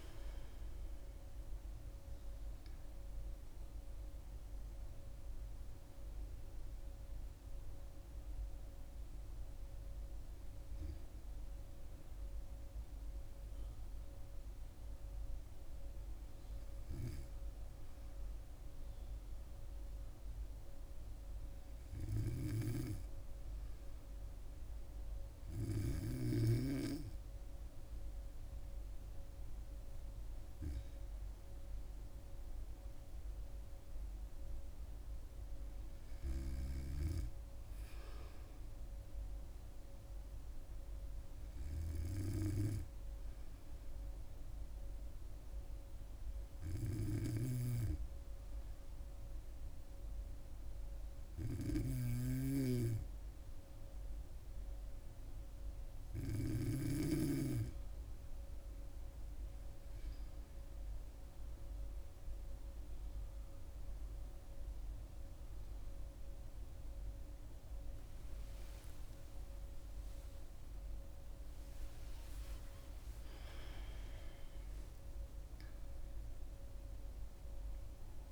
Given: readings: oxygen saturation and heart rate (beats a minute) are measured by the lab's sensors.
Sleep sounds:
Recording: breathing in sleep by a room microphone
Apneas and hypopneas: 1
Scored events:
32.50-36.00 s: arousal
41.50-57.50 s: hypopnea (oxygen 99% before, 95% lowest, heart rate 69 before, 65 extreme, up 5 after)
51.50-57.00 s: snoring (device-marked)
66.00-78.32 s: new sleep stage, awake
From the record:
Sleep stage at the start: N2 (light sleep)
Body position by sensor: on the back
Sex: female

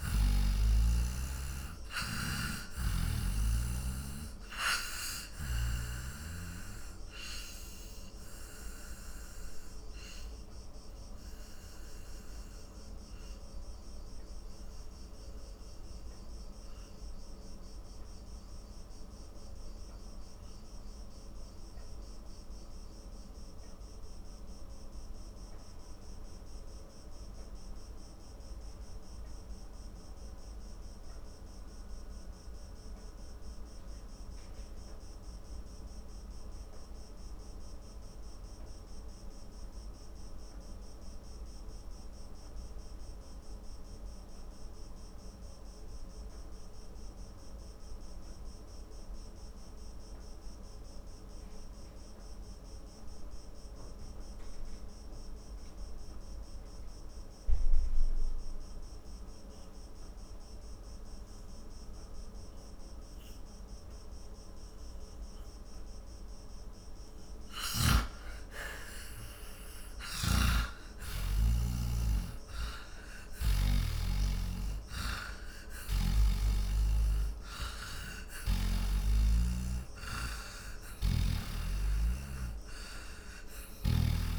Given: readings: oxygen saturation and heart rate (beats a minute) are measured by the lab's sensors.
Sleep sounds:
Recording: breathing in sleep by a room microphone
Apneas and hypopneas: 1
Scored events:
0.00-38.00 s: oxygen desaturation (device-marked, oxygen 83% lowest, heart rate 42 extreme)
6.00-66.50 s: obstructive apnea (oxygen 96% before, 80% lowest, heart rate 65 before, 42 extreme, up 16 after)
63.00-84.39 s: oxygen desaturation (device-marked, oxygen 98% before, 80% lowest, heart rate 50 before, 38 extreme)
68.00-73.00 s: arousal
70.00-74.00 s: snoring (device-marked)
From the record:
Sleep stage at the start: N2 (light sleep)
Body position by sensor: on the back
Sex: male

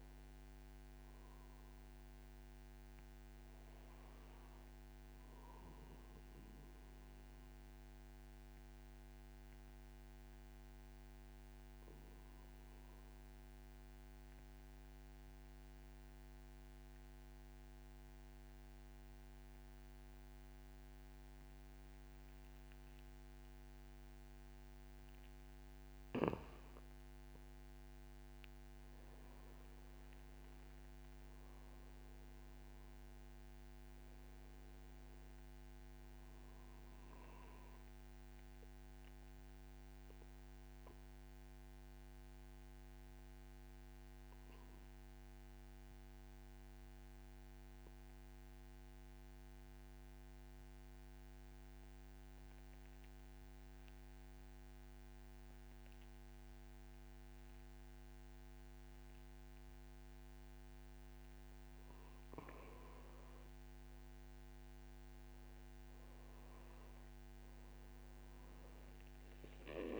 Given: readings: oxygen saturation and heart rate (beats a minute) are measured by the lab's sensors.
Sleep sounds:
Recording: breathing in sleep, hard to hear, by a microphone on the trachea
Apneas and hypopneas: 2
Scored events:
0.00-13.00 s: oxygen desaturation (device-marked, oxygen 91% lowest, heart rate 59 extreme)
6.00-24.50 s: mixed apnea (oxygen 96% before, 89% lowest, heart rate 70 before, 59 extreme, up 3 after)
27.00-31.00 s: arousal
32.00-50.00 s: oxygen desaturation (device-marked, oxygen 96% before, 90% lowest, heart rate 61 before, 57 extreme)
40.50-60.50 s: obstructive apnea (oxygen 96% before, 87% lowest, heart rate 62 before, 57 extreme, up 4 after)
62.00-70.00 s: oxygen desaturation (device-marked, oxygen 96% before, 89% lowest, heart rate 62 before, 56 extreme)
63.50-67.00 s: arousal
From the record:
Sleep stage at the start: N2 (light sleep)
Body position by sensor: on the back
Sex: male

